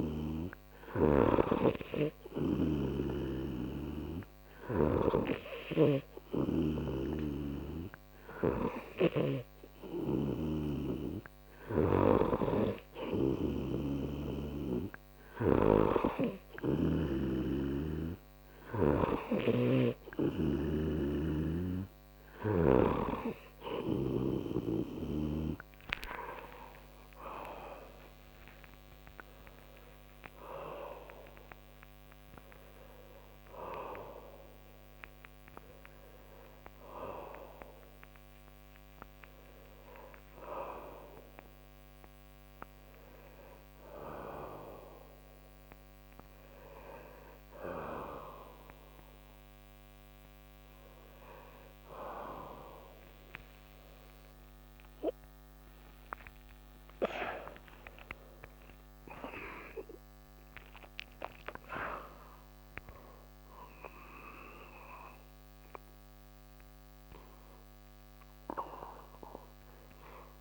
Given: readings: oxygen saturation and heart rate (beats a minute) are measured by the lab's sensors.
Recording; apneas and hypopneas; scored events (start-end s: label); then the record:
a person awake in a sleep study, by a microphone on the trachea; none
3.50-7.00 s: snoring (device-marked)
16.50-23.00 s: snoring (device-marked)
26.00-70.41 s: new sleep stage, awake
From the record:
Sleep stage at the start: N2 (light sleep); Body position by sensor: on the right side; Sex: male